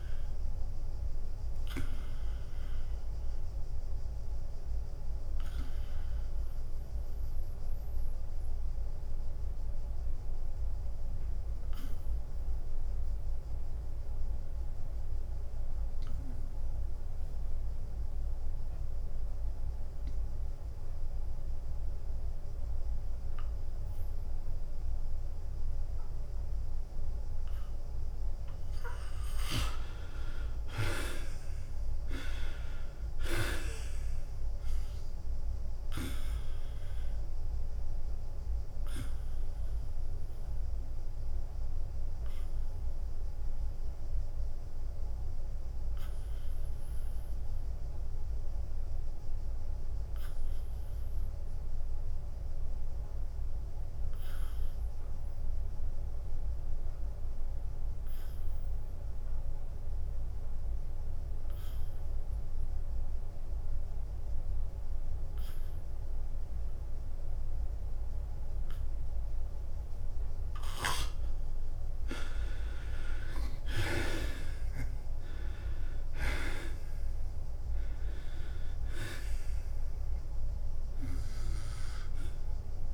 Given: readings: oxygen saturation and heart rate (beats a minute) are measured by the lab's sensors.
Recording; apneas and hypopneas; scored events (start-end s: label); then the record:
breathing in sleep by a room microphone; 2
0.00-6.00 s: drop in pulse transit time (device-marked, heart rate 89 extreme)
0.00-20.00 s: oxygen desaturation (device-marked, oxygen 77% lowest, heart rate 87 extreme)
3.00-29.00 s: obstructive apnea (oxygen 97% before, 77% lowest, heart rate 90 before, 87 extreme, up 7 after)
30.00-44.00 s: drop in pulse transit time (device-marked, heart rate 90 before, 87 extreme)
31.50-35.00 s: arousal
39.00-57.00 s: oxygen desaturation (device-marked, oxygen 95% before, 77% lowest, heart rate 90 before, 86 extreme)
39.50-72.00 s: obstructive apnea (oxygen 97% before, 77% lowest, heart rate 90 before, 86 extreme, up 6 after)
71.00-82.94 s: oxygen desaturation (device-marked, oxygen 95% before, 89% lowest, heart rate 88 before, 86 extreme)
72.00-82.94 s: drop in pulse transit time (device-marked, heart rate 88 before, 86 extreme)
74.50-79.00 s: arousal
From the record:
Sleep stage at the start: N2 (light sleep); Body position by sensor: on the back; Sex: male